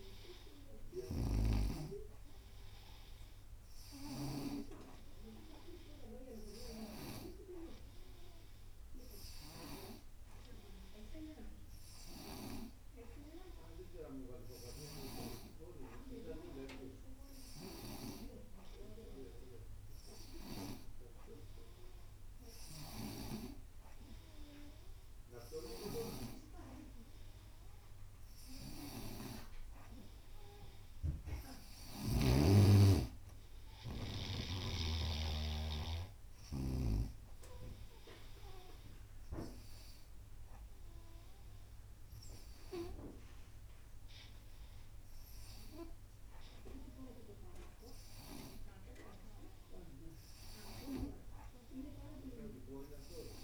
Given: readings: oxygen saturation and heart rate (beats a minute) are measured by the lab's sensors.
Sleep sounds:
breathing in sleep by a room microphone; none
none scored
From the record:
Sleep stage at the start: N2 (light sleep); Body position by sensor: on the right side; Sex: female

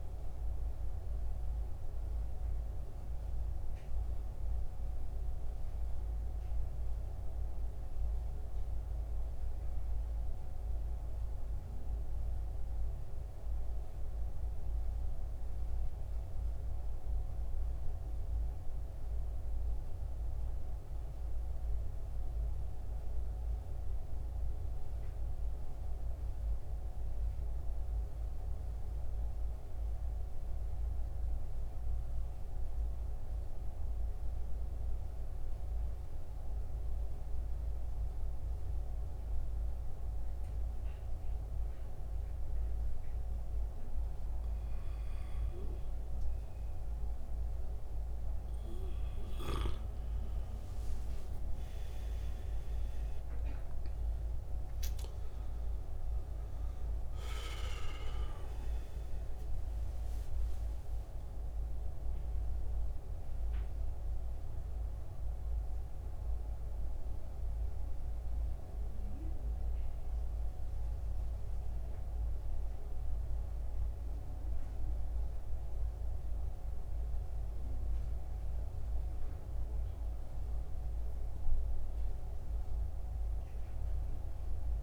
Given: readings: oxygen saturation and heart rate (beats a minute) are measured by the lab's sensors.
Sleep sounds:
breathing in sleep, hard to hear, by a room microphone; 1
0.00-28.00 s: oxygen desaturation (device-marked, oxygen 88% lowest, heart rate 65 extreme)
21.00-24.00 s: arousal
27.00-46.00 s: mixed apnea (oxygen 95% before, 89% lowest, heart rate 73 before, 65 extreme, up 12 after)
48.00-84.83 s: oxygen desaturation (device-marked, oxygen 97% before, 89% lowest, heart rate 67 before, 71 extreme)
49.50-53.50 s: arousal
65.00-84.83 s: new sleep stage, N1 (lightest sleep)
From the record:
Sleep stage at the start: N2 (light sleep); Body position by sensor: on the back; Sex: male

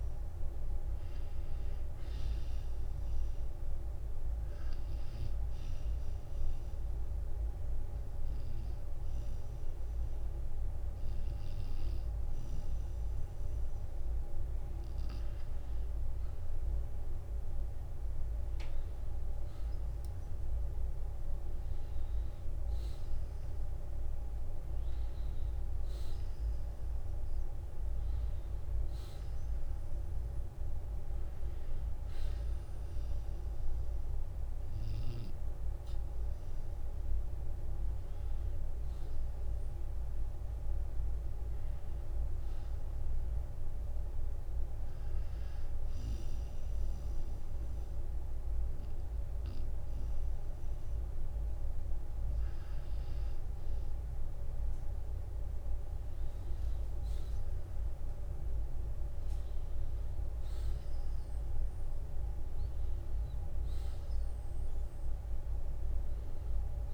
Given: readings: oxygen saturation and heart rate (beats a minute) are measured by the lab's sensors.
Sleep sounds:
breathing in sleep, hard to hear, by a room microphone; 2
5.50-15.50 s: obstructive apnea (oxygen 95% before, 90% lowest, heart rate 56 before, 50 extreme, up 16 after)
19.00-23.00 s: arousal
28.50-45.50 s: oxygen desaturation (device-marked, oxygen 93% before, 90% lowest, heart rate 57 before, 50 extreme)
37.00-40.50 s: arousal
41.50-43.50 s: long interval between heartbeats (device-marked, heart rate 59 before, 60 extreme)
44.00-54.00 s: obstructive apnea (oxygen 93% before, 90% lowest, heart rate 59 before, 50 extreme, up 5 after)
54.00-56.00 s: long interval between heartbeats (device-marked, heart rate 58 before, 59 extreme)
60.50-64.00 s: arousal
From the record:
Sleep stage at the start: N2 (light sleep); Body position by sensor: on the back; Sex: male

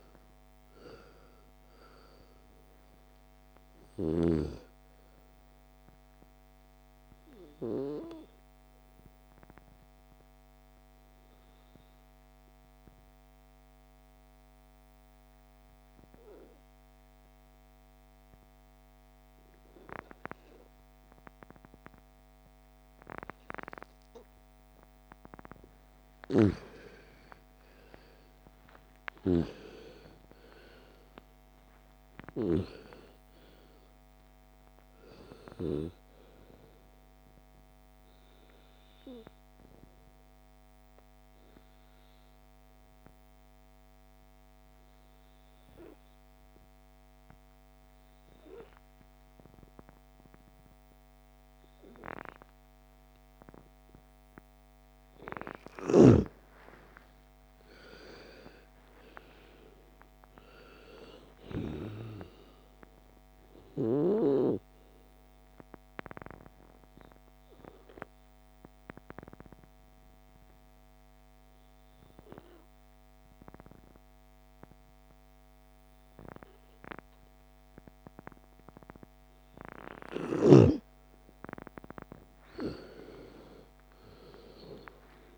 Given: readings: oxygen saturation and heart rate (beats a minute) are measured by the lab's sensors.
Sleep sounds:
breathing in sleep by a microphone on the trachea; 3
2.50-23.50 s: oxygen desaturation (device-marked, oxygen 97% before, 84% lowest, heart rate 44 before, 28 extreme)
9.50-26.50 s: obstructive apnea (oxygen 97% before, 84% lowest, heart rate 57 before, 28 extreme, up 41 after)
27.00-30.00 s: arousal
34.50-51.50 s: oxygen desaturation (device-marked, oxygen 99% before, 86% lowest, heart rate 53 before, 47 extreme)
38.50-55.50 s: obstructive apnea (oxygen 99% before, 86% lowest, heart rate 58 before, 47 extreme, up 29 after)
56.50-59.50 s: arousal
66.00-81.00 s: obstructive apnea (oxygen 98% before, 86% lowest, heart rate 59 before, 47 extreme, up 18 after)
67.50-81.50 s: oxygen desaturation (device-marked, oxygen 98% before, 88% lowest, heart rate 61 before, 48 extreme)
82.50-85.38 s: arousal
From the record:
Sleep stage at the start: N2 (light sleep); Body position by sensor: on the back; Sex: female

